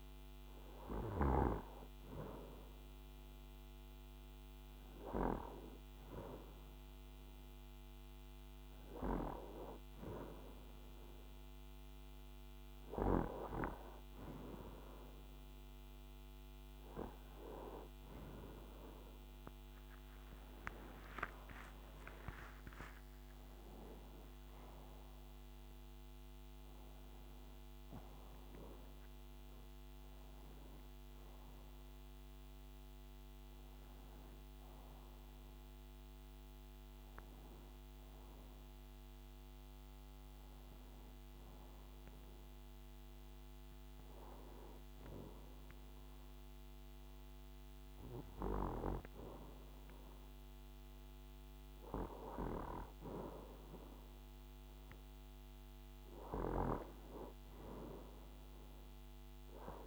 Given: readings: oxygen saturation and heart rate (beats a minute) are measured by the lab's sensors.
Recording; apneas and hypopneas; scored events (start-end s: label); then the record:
breathing in sleep by a microphone on the trachea; 1
20.50-26.00 s: arousal
40.50-54.50 s: hypopnea (oxygen 94% before, 92% lowest, heart rate 68 before, 62 extreme, up 0 after)
50.50-59.87 s: new sleep stage, N2 (light sleep)
57.00-59.87 s: arousal
From the record:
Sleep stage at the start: N1 (lightest sleep); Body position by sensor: on the right side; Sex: male